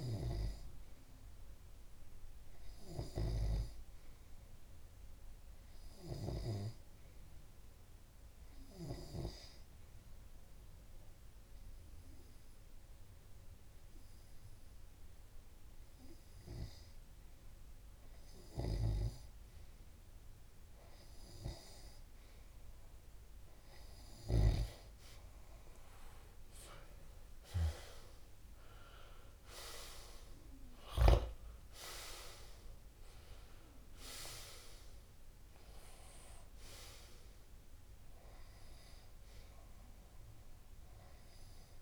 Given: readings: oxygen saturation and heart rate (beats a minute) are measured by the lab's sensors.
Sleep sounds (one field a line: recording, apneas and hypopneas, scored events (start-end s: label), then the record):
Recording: breathing in sleep by a room microphone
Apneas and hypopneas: 1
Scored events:
0.00-14.50 s: tachycardia (device-marked)
3.50-5.50 s: long interval between heartbeats (device-marked, heart rate 146 before, 128 extreme)
6.00-8.00 s: long interval between heartbeats (device-marked, heart rate 145 before, 126 extreme)
7.00-21.00 s: hypopnea (oxygen 94% before, 90% lowest, heart rate 144 before, 75 extreme, up 15 after)
9.50-11.50 s: long interval between heartbeats (device-marked, heart rate 145 before, 133 extreme)
12.50-14.50 s: long interval between heartbeats (device-marked, heart rate 147 before, 126 extreme)
14.50-16.50 s: long interval between heartbeats (device-marked, heart rate 144 before, 117 extreme)
16.50-18.50 s: long interval between heartbeats (device-marked, heart rate 140 before, 98 extreme)
19.00-21.00 s: long interval between heartbeats (device-marked, heart rate 134 before, 96 extreme)
21.50-23.50 s: long interval between heartbeats (device-marked, heart rate 125 before, 86 extreme)
24.00-26.00 s: long interval between heartbeats (device-marked, heart rate 119 before, 95 extreme)
26.50-28.50 s: long interval between heartbeats (device-marked, heart rate 114 before, 83 extreme)
28.00-31.50 s: arousal
30.00-32.00 s: long interval between heartbeats (device-marked, heart rate 107 before, 78 extreme)
31.50-41.82 s: tachycardia (device-marked, heart rate 82 before, 156 extreme)
32.50-34.50 s: long interval between heartbeats (device-marked, heart rate 98 before, 91 extreme)
34.50-36.50 s: long interval between heartbeats (device-marked, heart rate 94 before, 108 extreme)
38.00-40.00 s: long interval between heartbeats (device-marked, heart rate 93 before, 119 extreme)
40.00-41.82 s: long interval between heartbeats (device-marked, heart rate 96 before, 119 extreme)
From the record:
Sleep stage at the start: N2 (light sleep)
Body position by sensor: on the left side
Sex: male